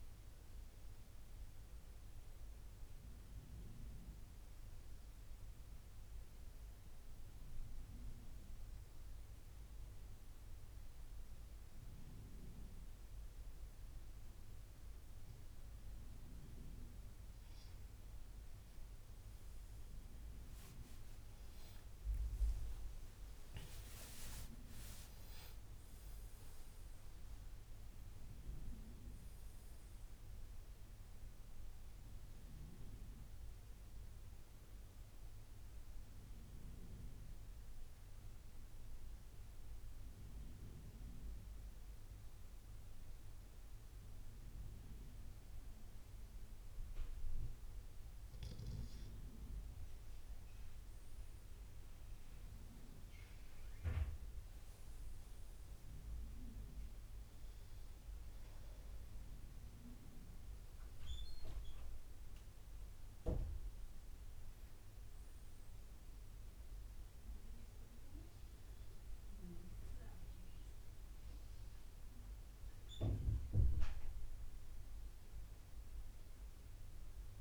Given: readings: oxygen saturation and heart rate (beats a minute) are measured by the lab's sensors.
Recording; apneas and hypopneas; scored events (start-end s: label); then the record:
breathing in sleep by a room microphone; 2
1.50-17.50 s: obstructive apnea (oxygen 95% before, 91% lowest, heart rate 75 before, 63 extreme, up 16 after)
21.50-26.00 s: arousal
26.00-47.00 s: oxygen desaturation (device-marked, oxygen 96% before, 92% lowest, heart rate 73 before, 63 extreme)
31.50-49.50 s: obstructive apnea (oxygen 97% before, 92% lowest, heart rate 78 before, 64 extreme, up 12 after)
51.00-54.50 s: arousal
56.00-77.41 s: oxygen desaturation (device-marked, oxygen 97% before, 92% lowest, heart rate 70 before, 66 extreme)
From the record:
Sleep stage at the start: N2 (light sleep); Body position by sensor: on the left side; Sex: male